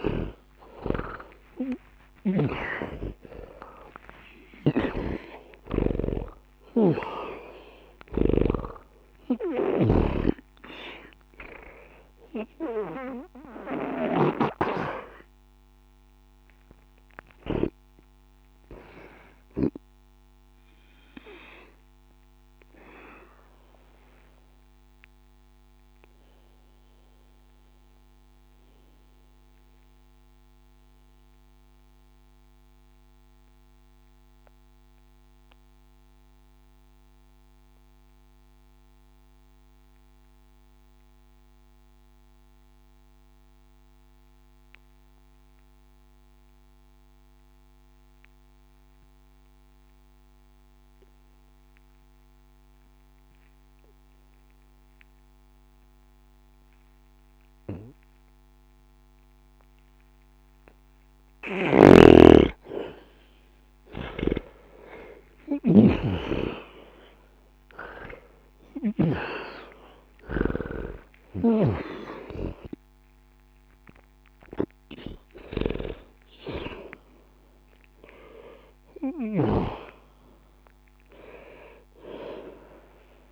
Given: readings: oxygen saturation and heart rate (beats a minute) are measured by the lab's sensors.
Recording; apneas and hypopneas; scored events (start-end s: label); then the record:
breathing in sleep by a microphone on the trachea; 1
0.00-3.50 s: arousal
0.00-39.50 s: oxygen desaturation (device-marked, oxygen 81% lowest, heart rate 59 extreme)
6.50-10.00 s: snoring (device-marked)
22.00-62.00 s: obstructive apnea (oxygen 96% before, 79% lowest, heart rate 75 before, 59 extreme)
55.50-83.32 s: oxygen desaturation (device-marked, oxygen 99% before, 79% lowest, heart rate 60 before, 60 extreme)
61.50-71.50 s: snoring (device-marked)
67.50-72.50 s: arousal
From the record:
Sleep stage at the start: N2 (light sleep); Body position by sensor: on the back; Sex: male